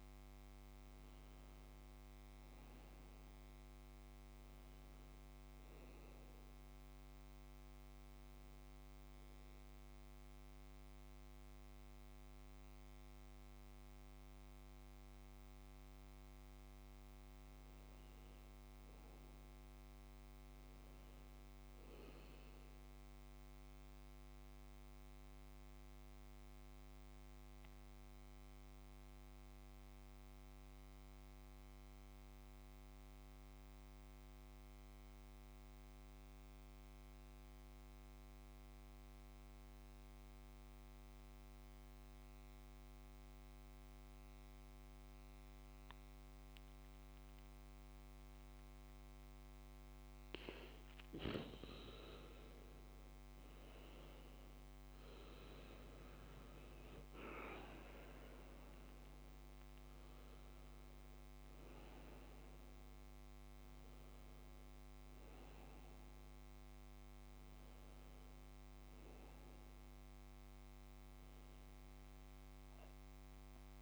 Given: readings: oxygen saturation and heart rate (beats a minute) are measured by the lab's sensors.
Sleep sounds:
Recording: breathing in sleep, hard to hear, by a microphone on the trachea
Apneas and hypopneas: 1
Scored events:
0.00-3.50 s: oxygen desaturation (device-marked, oxygen 93% lowest, heart rate 59 extreme)
15.50-19.00 s: arousal
22.50-49.00 s: mixed apnea (oxygen 100% before, 93% lowest, heart rate 64 before, 59 extreme, up 1 after)
42.50-70.50 s: oxygen desaturation (device-marked, oxygen 99% before, 94% lowest, heart rate 67 before, 59 extreme)
52.50-56.50 s: arousal
54.50-73.82 s: new sleep stage, N1 (lightest sleep)
From the record:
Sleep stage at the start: N2 (light sleep)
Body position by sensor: on the back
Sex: male

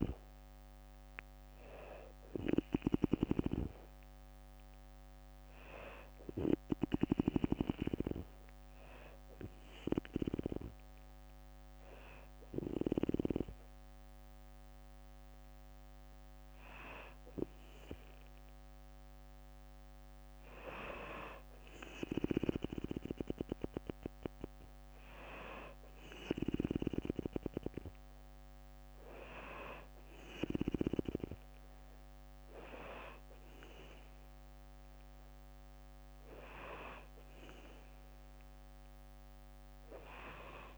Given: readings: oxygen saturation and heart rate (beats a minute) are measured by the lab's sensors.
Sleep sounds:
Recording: breathing in sleep by a microphone on the trachea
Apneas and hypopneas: none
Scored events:
0.00-2.50 s: snoring (device-marked)
0.00-4.50 s: drop in pulse transit time (device-marked, heart rate 64 extreme)
From the record:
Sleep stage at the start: N2 (light sleep)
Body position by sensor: on the back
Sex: female

